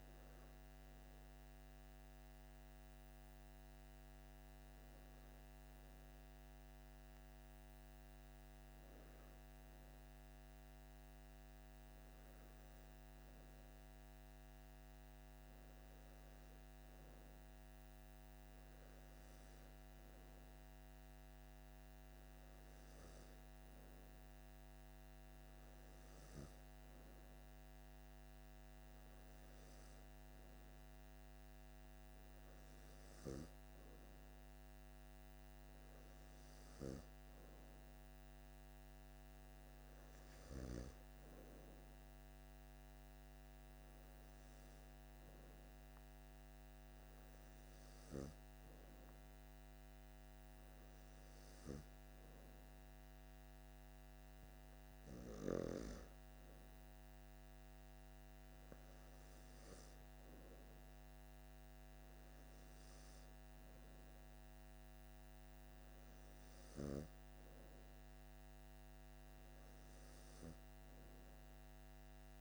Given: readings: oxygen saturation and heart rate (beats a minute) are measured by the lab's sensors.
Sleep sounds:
breathing in sleep, hard to hear, by a microphone on the trachea; none
none scored
From the record:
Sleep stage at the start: N2 (light sleep); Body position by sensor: on the back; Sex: male

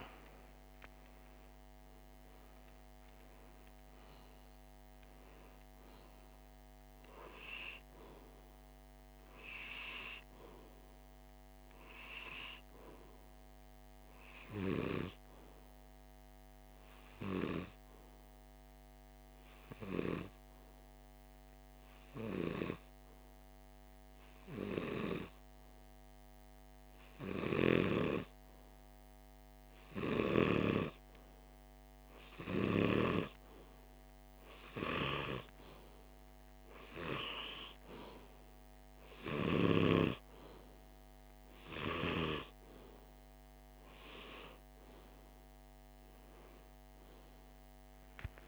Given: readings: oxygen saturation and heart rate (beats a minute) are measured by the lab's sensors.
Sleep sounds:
a person partly awake in a sleep study, by a microphone on the trachea; 1
0.50-10.50 s: oxygen desaturation (device-marked, oxygen 97% before, 92% lowest, heart rate 48 before, 46 extreme)
16.00-29.50 s: hypopnea (oxygen 97% before, 95% lowest, heart rate 49 before, 46 extreme, up 3 after)
31.50-48.48 s: new sleep stage, awake
From the record:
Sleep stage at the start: N1 (lightest sleep); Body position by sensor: on the left side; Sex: male

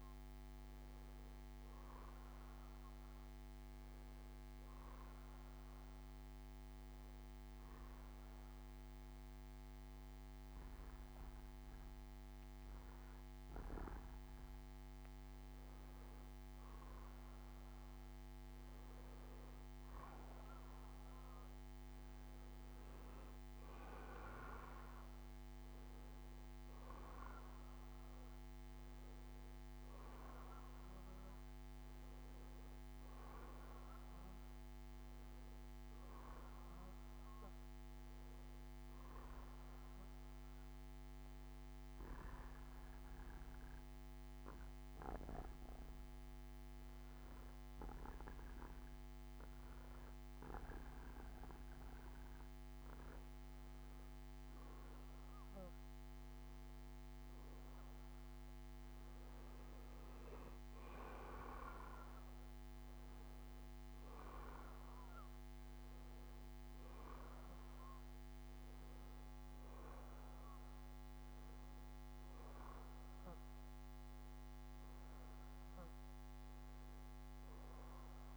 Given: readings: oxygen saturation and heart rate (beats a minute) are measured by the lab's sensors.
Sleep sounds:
breathing in sleep, hard to hear, by a microphone on the trachea; 2
0.00-2.00 s: arousal
5.00-17.00 s: hypopnea (oxygen 94% before, 89% lowest, heart rate 69 before, 59 extreme, up 14 after)
6.50-10.50 s: bradycardia (device-marked, heart rate 71 before, 59 extreme)
20.50-25.00 s: arousal
23.50-39.50 s: oxygen desaturation (device-marked, oxygen 93% before, 90% lowest, heart rate 67 before, 67 extreme)
40.00-52.00 s: obstructive apnea (oxygen 94% before, 89% lowest, heart rate 71 before, 67 extreme, up 5 after)
56.50-61.00 s: arousal
56.50-72.50 s: oxygen desaturation (device-marked, oxygen 94% before, 89% lowest, heart rate 70 before, 69 extreme)
75.50-78.37 s: new sleep stage, N1 (lightest sleep)
From the record:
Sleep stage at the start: N2 (light sleep); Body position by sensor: on the back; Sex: male

